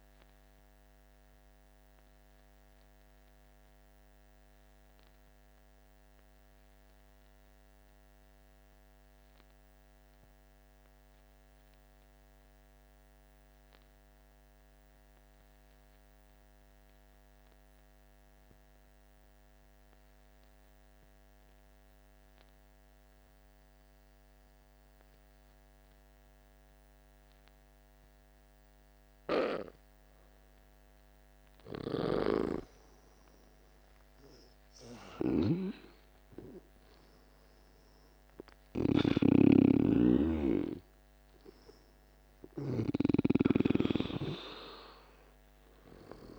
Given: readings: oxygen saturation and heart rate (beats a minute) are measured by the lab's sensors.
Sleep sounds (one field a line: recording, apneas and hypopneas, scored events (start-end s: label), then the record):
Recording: breathing in sleep by a microphone on the trachea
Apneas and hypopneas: 1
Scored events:
0.00-12.50 s: oxygen desaturation (device-marked, oxygen 86% lowest, heart rate 47 extreme)
0.50-29.00 s: obstructive apnea (oxygen 98% before, 86% lowest, heart rate 56 before, 47 extreme, up 10 after)
29.50-46.38 s: oxygen desaturation (device-marked, oxygen 98% before, 86% lowest, heart rate 50 before, 49 extreme)
31.00-35.00 s: arousal
31.50-39.00 s: snoring (device-marked)
From the record:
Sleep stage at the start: N2 (light sleep)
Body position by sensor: on the back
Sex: male